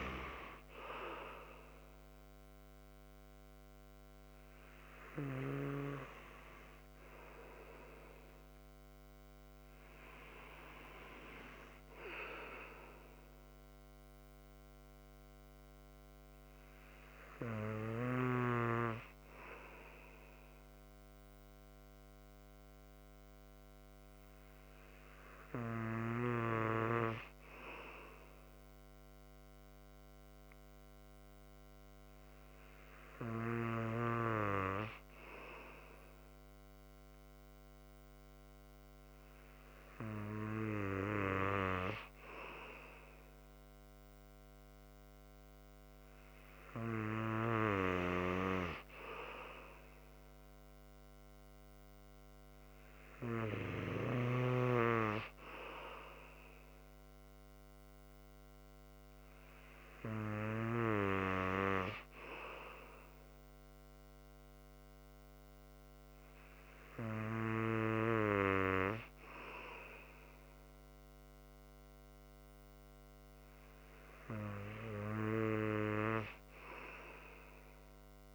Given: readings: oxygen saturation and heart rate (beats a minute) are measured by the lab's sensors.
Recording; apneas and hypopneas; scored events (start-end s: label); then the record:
breathing in sleep by a microphone on the trachea; none
none scored
From the record:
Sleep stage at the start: N3 (deep sleep); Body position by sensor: on the right side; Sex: male